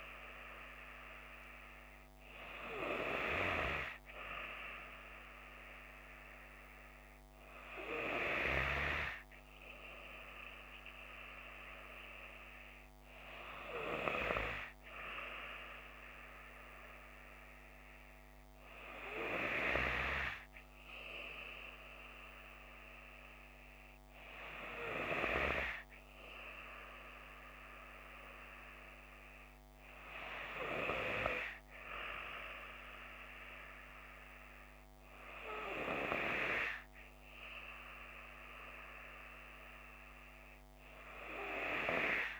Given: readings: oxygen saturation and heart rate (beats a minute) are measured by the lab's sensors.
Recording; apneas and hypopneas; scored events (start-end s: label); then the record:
breathing in sleep by a microphone on the trachea; none
35.00-42.40 s: new sleep stage, N3 (deep sleep)
From the record:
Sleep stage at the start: N2 (light sleep); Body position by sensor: on the left side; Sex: female